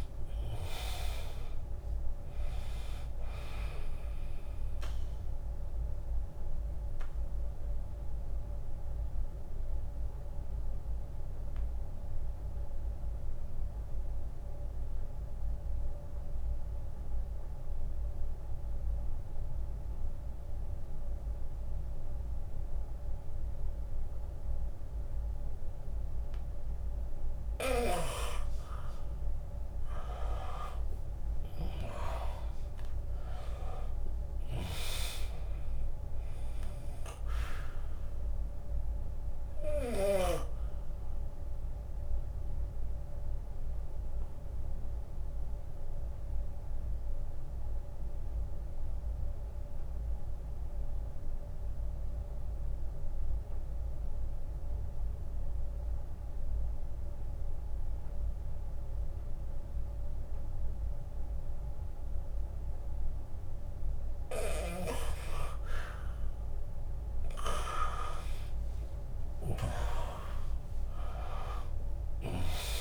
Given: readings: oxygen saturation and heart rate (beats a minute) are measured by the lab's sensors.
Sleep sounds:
breathing in sleep by a room microphone; 2
0.00-8.50 s: drop in pulse transit time (device-marked, heart rate 72 extreme)
0.00-20.50 s: oxygen desaturation (device-marked, oxygen 81% lowest, heart rate 69 extreme)
5.00-26.50 s: obstructive apnea (oxygen 100% before, 81% lowest, heart rate 78 before, 69 extreme, up 14 after)
29.50-33.50 s: arousal
31.50-42.50 s: drop in pulse transit time (device-marked, heart rate 75 before, 72 extreme)
33.50-37.50 s: oxygen desaturation (device-marked, oxygen 100% before, 95% lowest, heart rate 75 before, 69 extreme)
34.50-36.50 s: long interval between heartbeats (device-marked, heart rate 75 before, 74 extreme)
39.50-56.50 s: oxygen desaturation (device-marked, oxygen 99% before, 87% lowest, heart rate 75 before, 69 extreme)
40.50-62.00 s: obstructive apnea (oxygen 100% before, 81% lowest, heart rate 75 before, 70 extreme, up 5 after)
67.50-71.50 s: arousal
68.50-72.81 s: drop in pulse transit time (device-marked, heart rate 80 before, 83 extreme)
68.50-72.81 s: oxygen desaturation (device-marked, oxygen 100% before, 81% lowest, heart rate 80 before, 70 extreme)
From the record:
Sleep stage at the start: N2 (light sleep); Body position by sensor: on the back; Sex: male

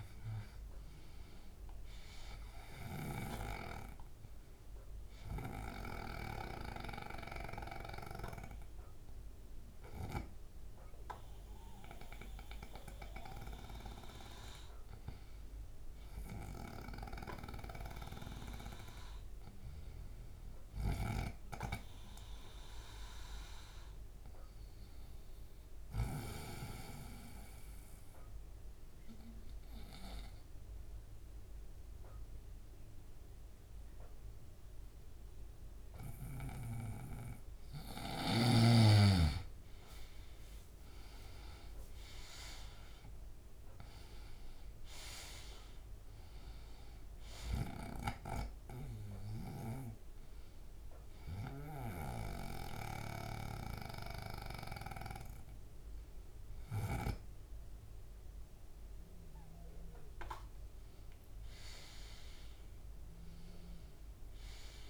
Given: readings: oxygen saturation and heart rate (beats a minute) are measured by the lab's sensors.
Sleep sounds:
breathing in sleep by a room microphone; 2
0.00-3.00 s: snoring (device-marked)
3.50-21.50 s: oxygen desaturation (device-marked, oxygen 97% before, 92% lowest, heart rate 74 before, 71 extreme)
24.00-38.00 s: obstructive apnea (oxygen 98% before, 90% lowest, heart rate 74 before, 71 extreme, up 8 after)
40.00-42.50 s: arousal
45.50-64.90 s: oxygen desaturation (device-marked, oxygen 96% before, 90% lowest, heart rate 73 before, 70 extreme)
50.00-60.50 s: hypopnea (oxygen 98% before, 90% lowest, heart rate 74 before, 71 extreme, up 4 after)
62.00-64.90 s: arousal
From the record:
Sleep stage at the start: N2 (light sleep); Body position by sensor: on the right side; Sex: male

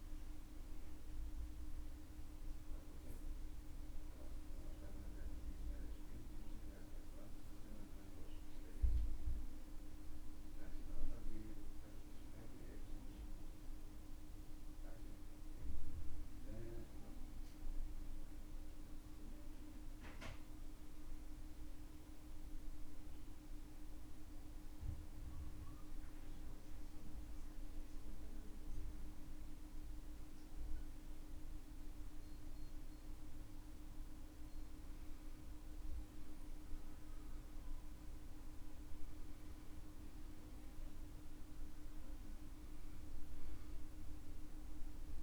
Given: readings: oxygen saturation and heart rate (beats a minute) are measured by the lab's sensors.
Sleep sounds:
breathing in sleep, hard to hear, by a room microphone; 1
15.50-20.50 s: arousal
24.50-35.50 s: obstructive apnea (oxygen 96% before, 93% lowest, heart rate 64 before, 62 extreme, up 5 after)
36.50-40.50 s: arousal
From the record:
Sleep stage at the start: N2 (light sleep); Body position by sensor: on the back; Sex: male

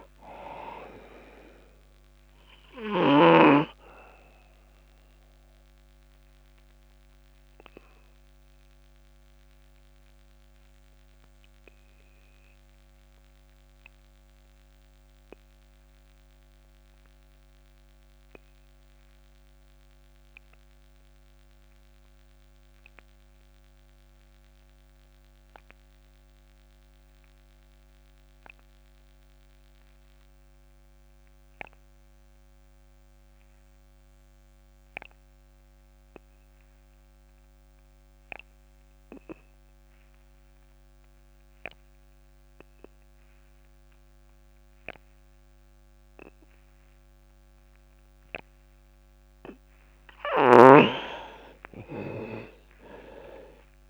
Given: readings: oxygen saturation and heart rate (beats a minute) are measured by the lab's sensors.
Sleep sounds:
breathing in sleep by a microphone on the trachea; 1
0.00-24.50 s: oxygen desaturation (device-marked, oxygen 86% lowest)
2.00-49.00 s: obstructive apnea (oxygen 99% before, 83% lowest)
39.50-53.90 s: oxygen desaturation (device-marked, oxygen 99% before, 83% lowest)
From the record:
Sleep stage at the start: N2 (light sleep); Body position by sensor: on the back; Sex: male

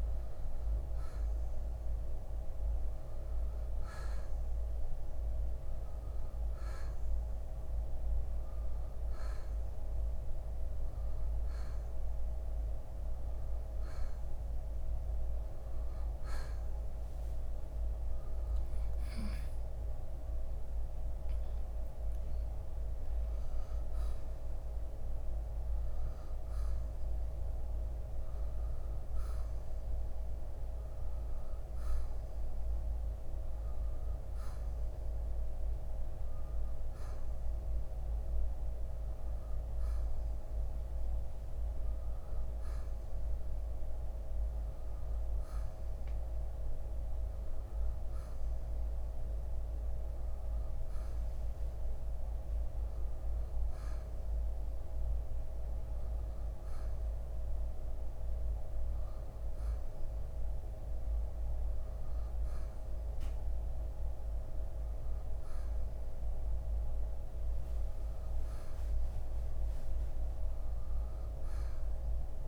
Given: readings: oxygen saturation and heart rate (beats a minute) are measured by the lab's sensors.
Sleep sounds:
breathing in sleep, hard to hear, by a room microphone; none
none scored
From the record:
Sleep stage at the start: N1 (lightest sleep); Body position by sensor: on the right side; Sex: male

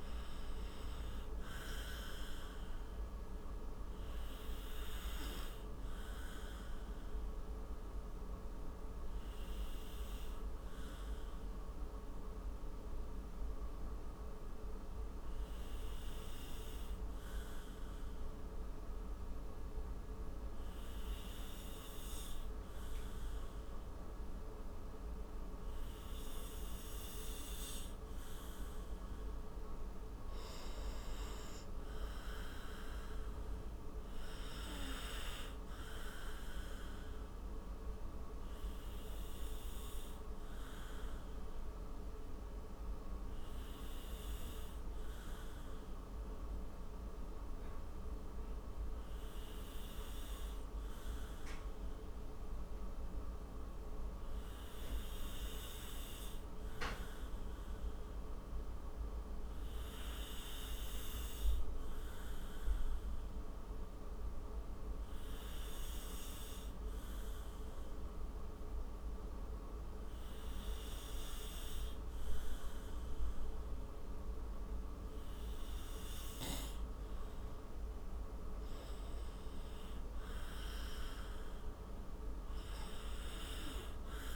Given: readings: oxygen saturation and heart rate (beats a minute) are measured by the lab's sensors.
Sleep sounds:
breathing in sleep, hard to hear, by a room microphone; 2
0.00-1.00 s: arousal
4.50-28.00 s: obstructive apnea (oxygen 97% before, 93% lowest, heart rate 63 before, 54 extreme, up 22 after)
28.00-43.00 s: oxygen desaturation (device-marked, oxygen 97% before, 93% lowest, heart rate 60 before, 54 extreme)
32.50-35.50 s: arousal
38.50-75.00 s: obstructive apnea (oxygen 97% before, 93% lowest, heart rate 64 before, 54 extreme, up 16 after)
78.00-81.00 s: arousal
From the record:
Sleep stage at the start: N2 (light sleep); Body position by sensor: on the right side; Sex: male

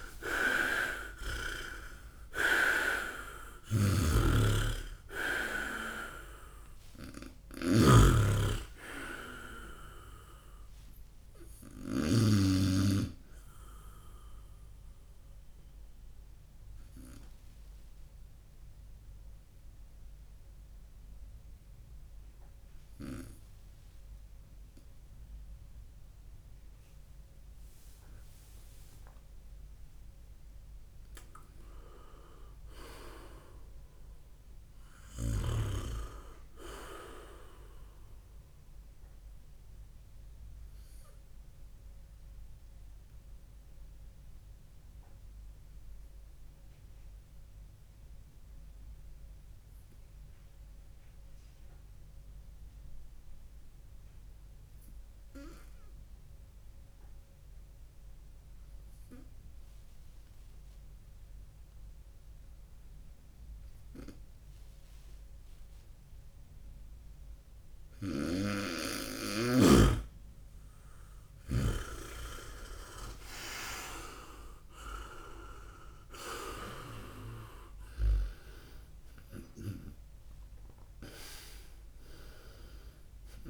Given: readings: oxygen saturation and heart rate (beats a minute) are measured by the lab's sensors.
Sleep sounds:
breathing in sleep by a room microphone; 2
0.00-1.50 s: arousal
1.50-18.50 s: oxygen desaturation (device-marked, oxygen 97% before, 94% lowest, heart rate 64 before, 63 extreme)
3.50-12.00 s: snoring (device-marked)
13.50-27.50 s: obstructive apnea (oxygen 97% before, 93% lowest, heart rate 76 before, 62 extreme, up 26 after)
29.00-33.00 s: arousal
40.50-67.50 s: obstructive apnea (oxygen 98% before, 95% lowest, heart rate 78 before, 62 extreme, up 6 after)
68.00-77.00 s: snoring (device-marked)
71.50-75.50 s: arousal
77.50-83.49 s: oxygen desaturation (device-marked, oxygen 99% before, 96% lowest, heart rate 72 before, 65 extreme)
79.00-83.49 s: snoring (device-marked)
From the record:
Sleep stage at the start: N2 (light sleep); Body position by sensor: on the right side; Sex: male

